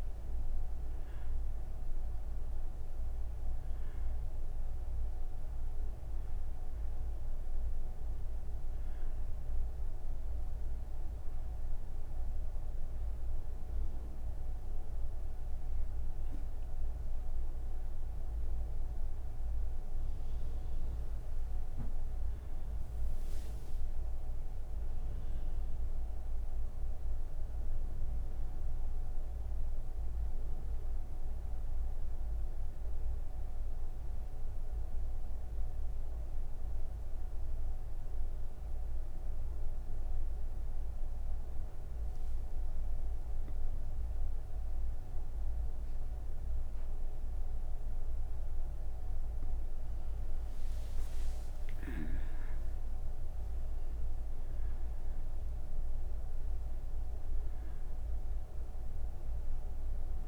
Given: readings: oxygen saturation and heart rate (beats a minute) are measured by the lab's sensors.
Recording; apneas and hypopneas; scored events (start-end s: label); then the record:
breathing in sleep, hard to hear, by a room microphone; none
0.00-25.50 s: oxygen desaturation (device-marked, oxygen 92% lowest)
From the record:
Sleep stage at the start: N2 (light sleep); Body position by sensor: on the back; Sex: female